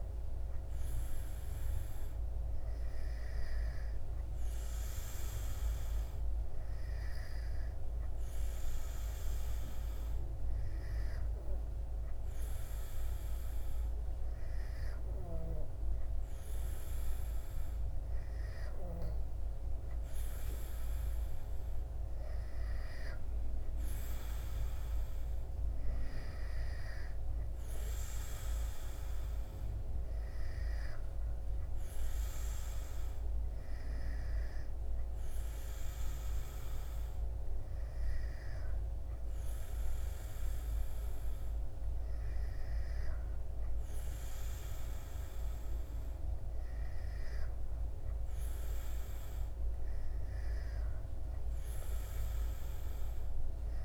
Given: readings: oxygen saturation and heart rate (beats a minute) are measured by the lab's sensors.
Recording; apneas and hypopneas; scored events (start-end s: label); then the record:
breathing in sleep, hard to hear, by a room microphone; none
none scored
From the record:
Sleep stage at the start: N2 (light sleep); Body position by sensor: on the back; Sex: male